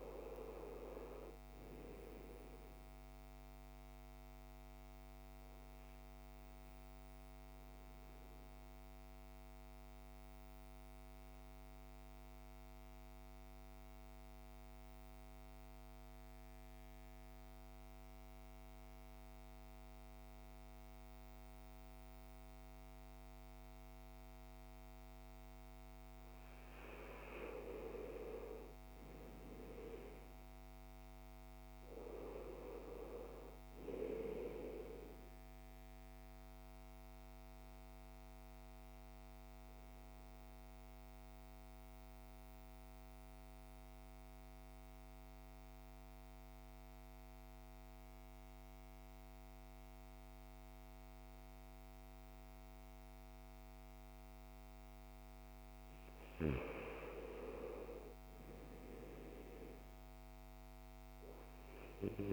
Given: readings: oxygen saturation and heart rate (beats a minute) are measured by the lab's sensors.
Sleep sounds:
breathing in sleep by a microphone on the trachea; 2
0.00-22.00 s: oxygen desaturation (device-marked, oxygen 86% lowest, heart rate 52 extreme)
5.50-25.50 s: obstructive apnea (oxygen 98% before, 86% lowest, heart rate 61 before, 53 extreme, up 5 after)
27.00-30.50 s: arousal
34.00-51.00 s: oxygen desaturation (device-marked, oxygen 99% before, 90% lowest, heart rate 56 before, 54 extreme)
36.50-56.00 s: mixed apnea (oxygen 99% before, 85% lowest, heart rate 57 before, 54 extreme, up 7 after)
58.00-60.00 s: arousal
From the record:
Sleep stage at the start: N2 (light sleep); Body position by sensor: on the back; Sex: male

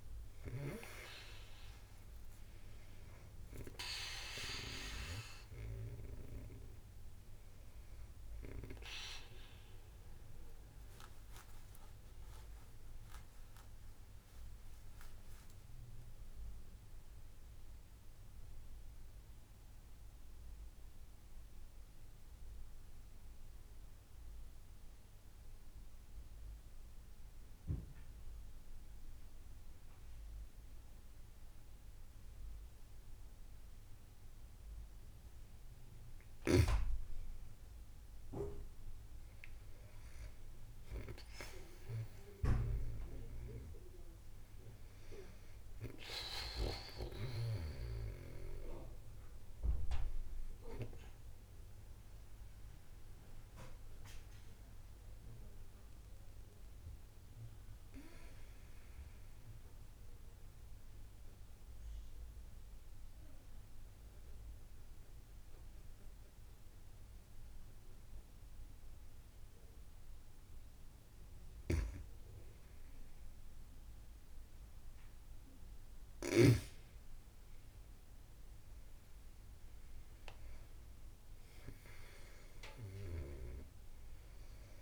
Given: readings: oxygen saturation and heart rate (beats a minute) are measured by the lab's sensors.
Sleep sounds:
breathing in sleep by a room microphone; 2
0.00-27.50 s: oxygen desaturation (device-marked, oxygen 89% lowest)
10.00-35.50 s: central apnea (oxygen 96% before, 89% lowest)
36.50-41.00 s: arousal
46.50-66.50 s: oxygen desaturation (device-marked, oxygen 96% before, 92% lowest)
51.00-70.50 s: hypopnea (oxygen 97% before, 92% lowest)
71.00-76.00 s: snoring (device-marked)
72.50-76.50 s: arousal
81.50-84.82 s: oxygen desaturation (device-marked, oxygen 95% before, 92% lowest)
From the record:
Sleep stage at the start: N2 (light sleep); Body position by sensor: on the back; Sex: female

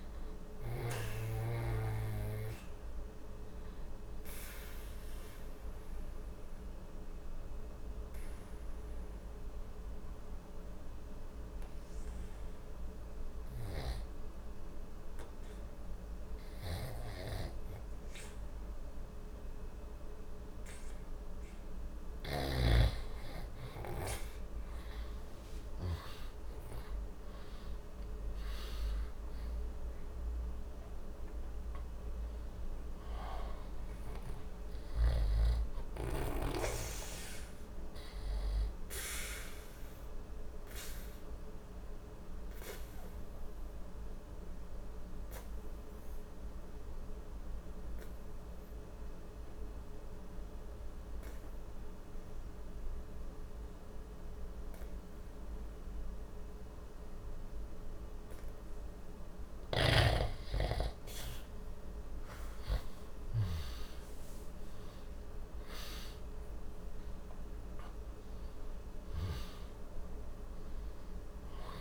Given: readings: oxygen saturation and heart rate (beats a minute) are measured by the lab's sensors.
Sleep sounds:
breathing in sleep by a room microphone; 2
4.50-21.00 s: obstructive apnea (oxygen 98% before, 89% lowest, heart rate 62 before, 60 extreme, up 2 after)
9.00-71.81 s: new sleep stage, N2 (light sleep)
24.00-51.00 s: oxygen desaturation (device-marked, oxygen 97% before, 89% lowest, heart rate 61 before, 59 extreme)
24.50-29.00 s: arousal
40.00-59.50 s: obstructive apnea (oxygen 97% before, 86% lowest, heart rate 67 before, 59 extreme, up 19 after)
62.00-66.50 s: arousal
66.00-71.81 s: oxygen desaturation (device-marked, oxygen 96% before, 87% lowest, heart rate 64 before, 59 extreme)
From the record:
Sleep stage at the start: N1 (lightest sleep); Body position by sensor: on the back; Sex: male

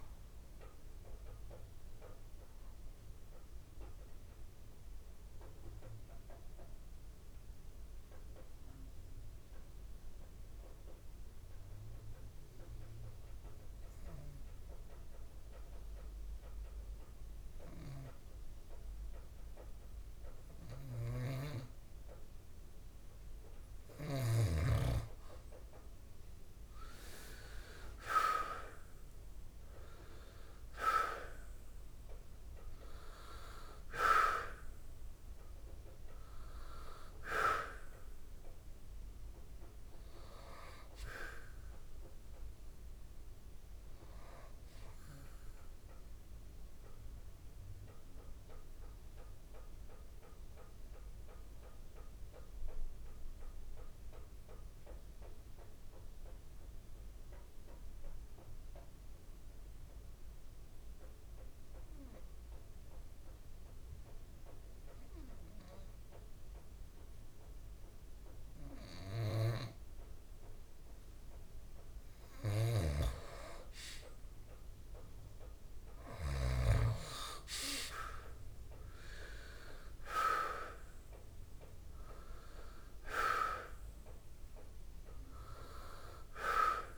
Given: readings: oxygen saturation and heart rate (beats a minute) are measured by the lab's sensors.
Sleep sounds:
breathing in sleep by a room microphone; 2
0.00-6.00 s: oxygen desaturation (device-marked, oxygen 86% lowest)
3.50-23.50 s: mixed apnea (oxygen 97% before, 86% lowest, heart rate 68 before, 45 extreme)
25.00-51.00 s: oxygen desaturation (device-marked, oxygen 98% before, 87% lowest, heart rate 58 before, 46 extreme)
27.50-32.50 s: arousal
51.50-72.50 s: mixed apnea (oxygen 96% before, 86% lowest, heart rate 80 before, 46 extreme)
67.00-86.98 s: oxygen desaturation (device-marked, oxygen 98% before, 86% lowest, heart rate 53 before, 37 extreme)
75.00-79.50 s: arousal
From the record:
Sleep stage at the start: N2 (light sleep); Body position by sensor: on the back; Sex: male

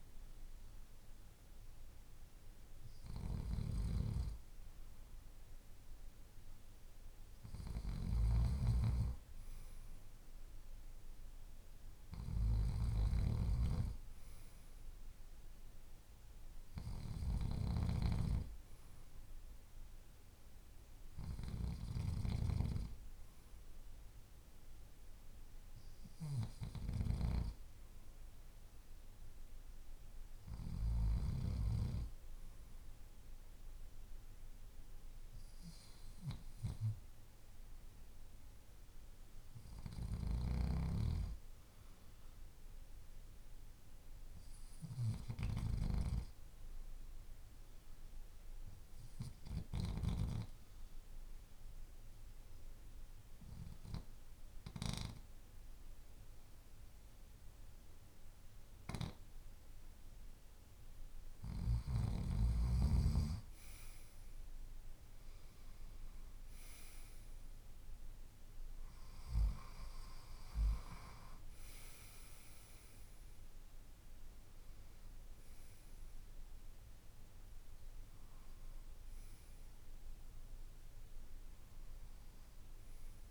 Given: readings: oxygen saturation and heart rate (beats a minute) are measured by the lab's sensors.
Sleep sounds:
breathing in sleep by a room microphone; 1
8.00-13.00 s: snoring (device-marked)
49.50-62.00 s: obstructive apnea (oxygen 95% before, 93% lowest, heart rate 50 before, 49 extreme, up 7 after)
65.00-68.50 s: arousal
From the record:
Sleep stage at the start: N2 (light sleep); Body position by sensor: on the left side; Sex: male

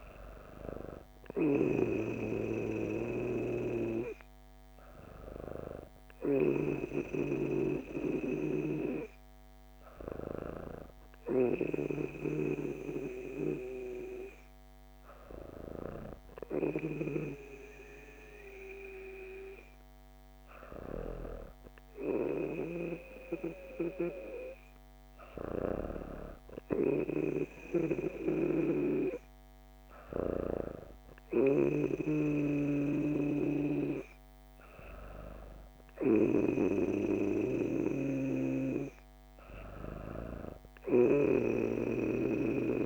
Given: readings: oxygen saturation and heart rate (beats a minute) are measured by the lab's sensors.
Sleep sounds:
breathing in sleep by a microphone on the trachea; none
none scored
From the record:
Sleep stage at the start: N2 (light sleep); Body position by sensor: on the back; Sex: female

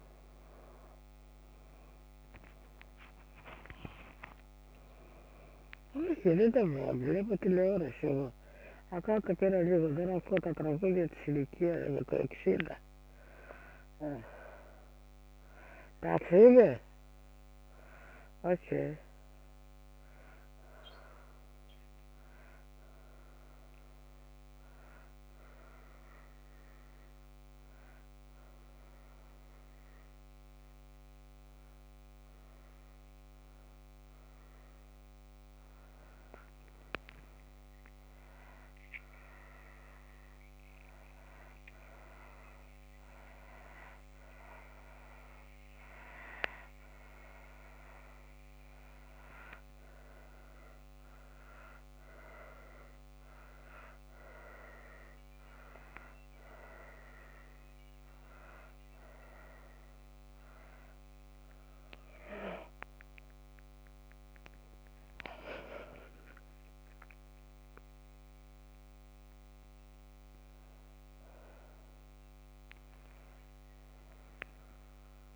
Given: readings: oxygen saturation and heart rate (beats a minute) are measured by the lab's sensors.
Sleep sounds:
breathing in sleep by a microphone on the trachea; none
0.00-4.00 s: arousal
0.00-24.50 s: oxygen desaturation (device-marked, oxygen 91% lowest)
58.50-69.50 s: oxygen desaturation (device-marked, oxygen 94% before, 90% lowest)
62.50-68.00 s: arousal
From the record:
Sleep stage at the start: N2 (light sleep); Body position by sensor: on the back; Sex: female

